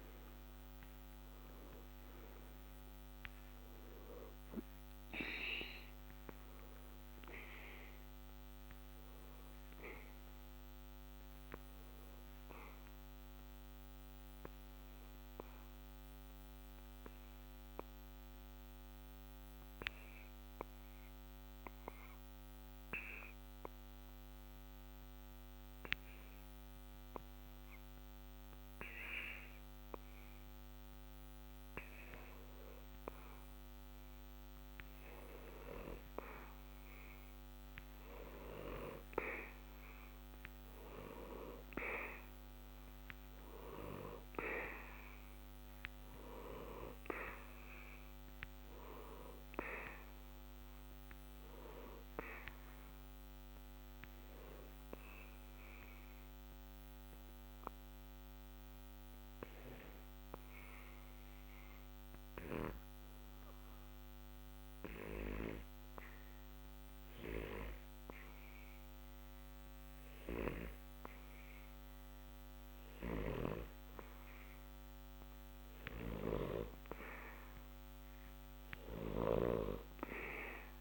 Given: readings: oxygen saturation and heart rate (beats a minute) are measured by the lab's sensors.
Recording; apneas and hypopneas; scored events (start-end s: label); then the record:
breathing in sleep by a microphone on the trachea; 2
0.00-24.50 s: oxygen desaturation (device-marked, oxygen 87% lowest, heart rate 61 extreme)
12.00-33.00 s: obstructive apnea (oxygen 96% before, 87% lowest, heart rate 61 before, 61 extreme, up 0 after)
35.00-40.00 s: arousal
40.50-65.50 s: oxygen desaturation (device-marked, oxygen 94% before, 89% lowest, heart rate 61 before, 61 extreme)
53.00-71.50 s: obstructive apnea (oxygen 94% before, 88% lowest, heart rate 61 before, 61 extreme, up 0 after)
74.00-78.50 s: arousal
From the record:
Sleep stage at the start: N2 (light sleep); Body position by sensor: on the back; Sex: male